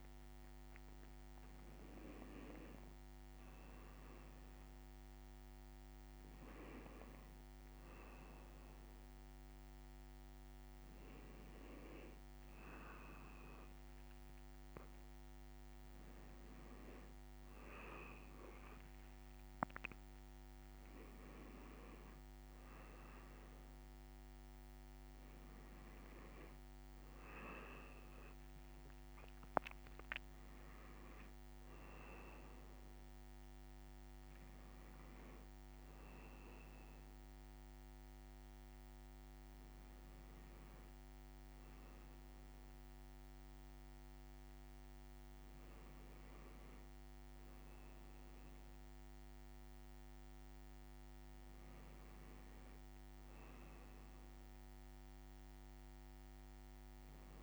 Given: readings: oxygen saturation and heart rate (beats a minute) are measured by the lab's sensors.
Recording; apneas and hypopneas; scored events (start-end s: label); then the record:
a person awake in a sleep study, by a microphone on the trachea; none
none scored
From the record:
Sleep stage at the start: awake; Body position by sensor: on the left side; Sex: male